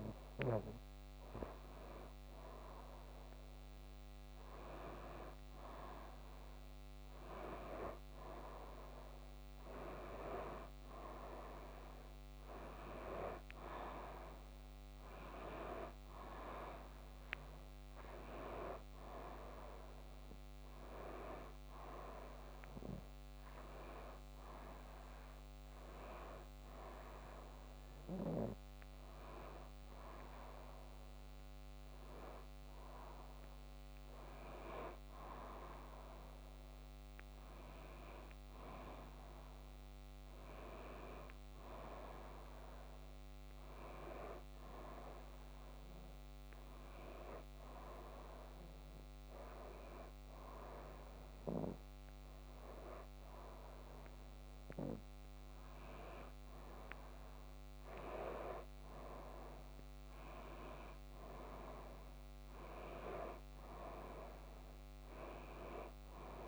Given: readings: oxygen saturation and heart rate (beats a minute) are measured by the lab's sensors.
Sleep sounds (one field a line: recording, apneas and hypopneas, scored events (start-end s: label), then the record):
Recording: breathing in sleep by a microphone on the trachea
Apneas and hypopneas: none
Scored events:
57.00-61.00 s: arousal
From the record:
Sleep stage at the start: N2 (light sleep)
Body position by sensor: on the back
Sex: female